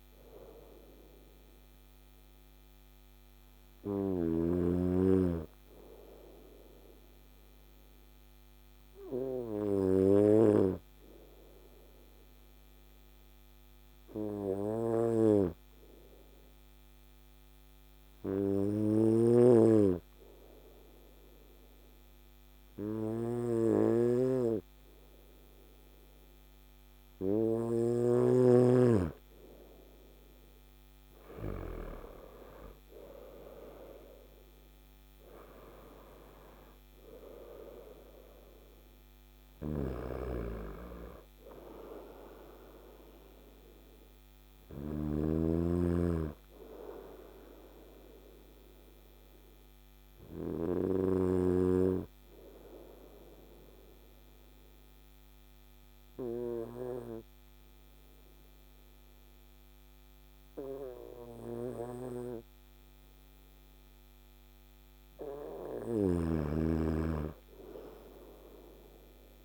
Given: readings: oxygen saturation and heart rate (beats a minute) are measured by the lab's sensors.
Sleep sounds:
breathing in sleep by a microphone on the trachea; 2
0.00-4.00 s: snoring (device-marked)
1.50-28.50 s: hypopnea (oxygen 100% before, 95% lowest, heart rate 66 before, 55 extreme, up 9 after)
18.50-27.50 s: snoring (device-marked)
30.50-34.00 s: arousal
39.00-44.50 s: snoring (device-marked)
47.50-64.50 s: obstructive apnea (oxygen 97% before, 96% lowest, heart rate 60 before, 54 extreme, up 6 after)
65.50-69.45 s: snoring (device-marked)
From the record:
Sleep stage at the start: N2 (light sleep); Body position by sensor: on the right side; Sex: male

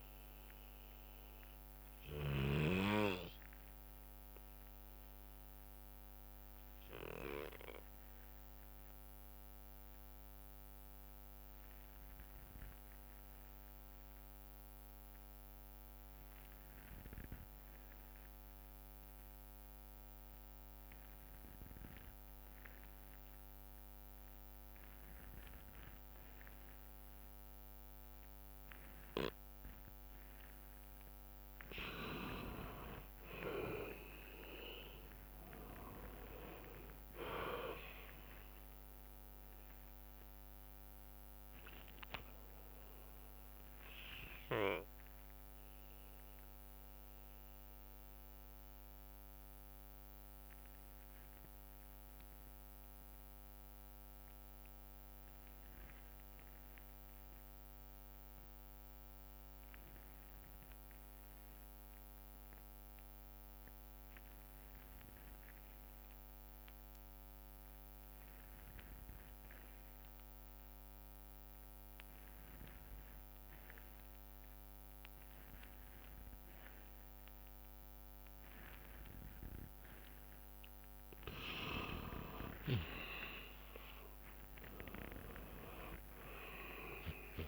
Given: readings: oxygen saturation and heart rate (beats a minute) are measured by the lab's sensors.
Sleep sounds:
breathing in sleep by a microphone on the trachea; 2
0.00-2.50 s: snoring (device-marked)
0.00-10.00 s: oxygen desaturation (device-marked, oxygen 89% lowest, heart rate 56 extreme)
0.00-20.00 s: bradycardia (device-marked, heart rate 56 extreme)
1.00-31.00 s: obstructive apnea (oxygen 97% before, 84% lowest, heart rate 80 before, 52 extreme, up 14 after)
24.00-57.00 s: oxygen desaturation (device-marked, oxygen 98% before, 86% lowest, heart rate 58 before, 52 extreme)
27.00-29.00 s: long interval between heartbeats (device-marked, heart rate 58 before, 70 extreme)
33.00-39.00 s: arousal
37.00-48.00 s: drop in pulse transit time (device-marked, heart rate 64 before, 62 extreme)
45.00-66.00 s: bradycardia (device-marked, heart rate 66 before, 52 extreme)
45.50-80.00 s: obstructive apnea (oxygen 98% before, 82% lowest, heart rate 68 before, 52 extreme, up 19 after)
71.00-87.48 s: oxygen desaturation (device-marked, oxygen 99% before, 82% lowest, heart rate 57 before, 55 extreme)
82.00-87.48 s: arousal
86.00-87.48 s: long interval between heartbeats (device-marked, heart rate 62 before, 78 extreme)
From the record:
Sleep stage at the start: N2 (light sleep); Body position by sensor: on the back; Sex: male

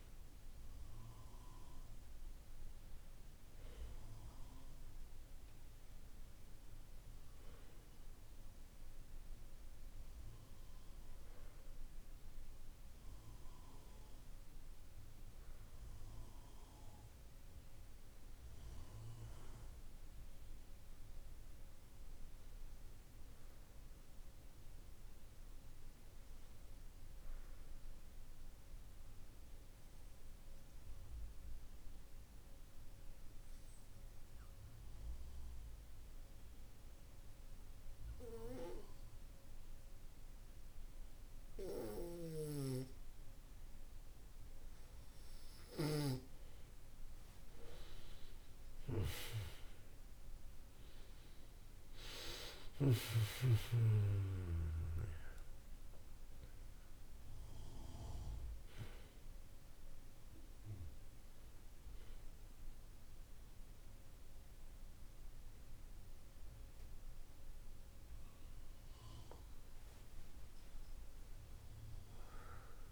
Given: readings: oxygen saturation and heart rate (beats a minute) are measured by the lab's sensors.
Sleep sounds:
breathing in sleep by a room microphone; 1
26.00-43.50 s: obstructive apnea (oxygen 96% before, 91% lowest, heart rate 50 before, 49 extreme, up 7 after)
45.50-49.50 s: arousal
From the record:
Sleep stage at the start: N2 (light sleep); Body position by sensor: on the back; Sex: male

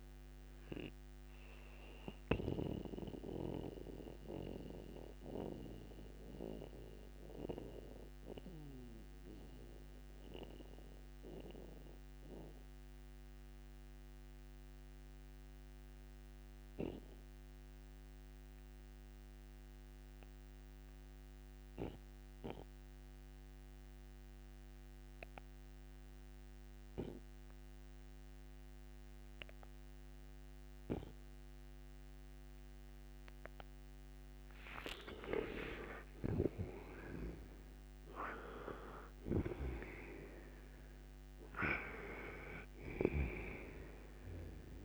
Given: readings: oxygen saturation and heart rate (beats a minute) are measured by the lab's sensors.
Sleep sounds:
breathing in sleep by a microphone on the trachea; 1
0.00-14.00 s: oxygen desaturation (device-marked, oxygen 82% lowest, heart rate 59 extreme)
2.00-33.00 s: mixed apnea (oxygen 98% before, 81% lowest, heart rate 71 before, 59 extreme, up 7 after)
32.00-44.85 s: oxygen desaturation (device-marked, oxygen 97% before, 81% lowest, heart rate 60 before, 58 extreme)
34.50-39.00 s: arousal
39.00-43.00 s: snoring (device-marked)
From the record:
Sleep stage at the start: N2 (light sleep); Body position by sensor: on the right side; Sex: male

